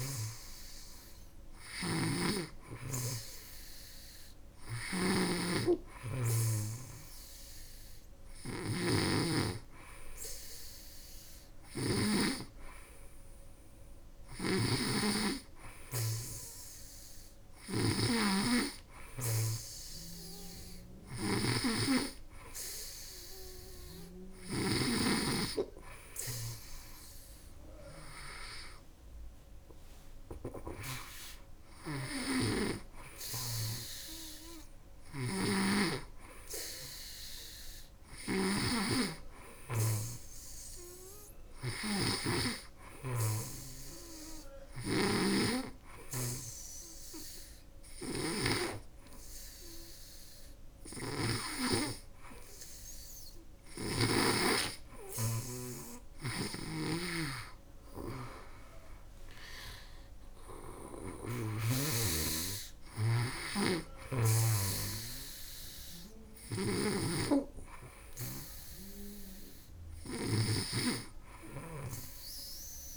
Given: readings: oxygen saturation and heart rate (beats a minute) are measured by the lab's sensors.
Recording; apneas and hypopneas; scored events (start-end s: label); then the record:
breathing in sleep by a room microphone; none
0.00-11.50 s: snoring (device-marked)
13.50-24.50 s: snoring (device-marked)
31.00-51.00 s: snoring (device-marked)
55.50-61.00 s: snoring (device-marked)
63.00-72.96 s: snoring (device-marked)
From the record:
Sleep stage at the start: N2 (light sleep); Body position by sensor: on the back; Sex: female